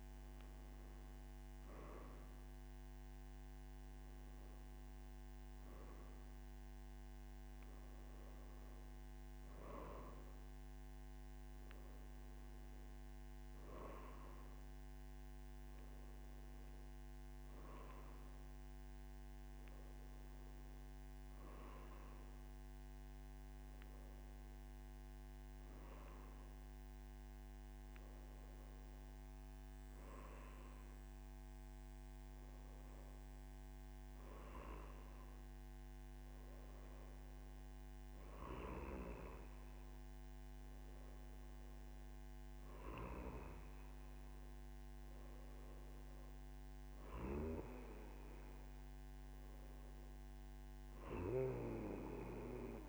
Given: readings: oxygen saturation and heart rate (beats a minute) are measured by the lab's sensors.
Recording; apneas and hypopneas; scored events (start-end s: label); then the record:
breathing in sleep by a microphone on the trachea; none
18.50-52.89 s: new sleep stage, N1 (lightest sleep)
From the record:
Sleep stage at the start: N3 (deep sleep); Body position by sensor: on the right side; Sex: male